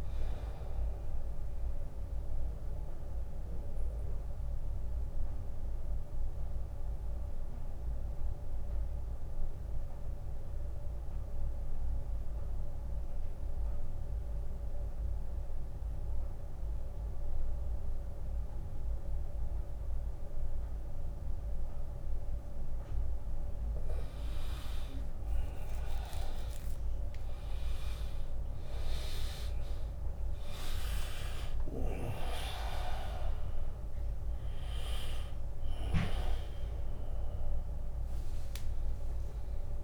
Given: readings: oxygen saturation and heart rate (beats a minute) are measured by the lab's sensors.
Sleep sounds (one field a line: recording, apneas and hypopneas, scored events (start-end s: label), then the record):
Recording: breathing in sleep by a room microphone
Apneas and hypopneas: 1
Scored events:
0.50-2.50 s: long interval between heartbeats (device-marked, heart rate 78 before, 68 extreme)
1.50-23.00 s: mixed apnea (oxygen 99% before, 91% lowest, heart rate 78 before, 65 extreme, up 3 after)
24.50-39.84 s: oxygen desaturation (device-marked, oxygen 100% before, 91% lowest, heart rate 79 before, 65 extreme)
26.00-31.00 s: arousal
27.50-39.84 s: drop in pulse transit time (device-marked, heart rate 79 before, 72 extreme)
From the record:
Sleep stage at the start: N2 (light sleep)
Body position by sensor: on the back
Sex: male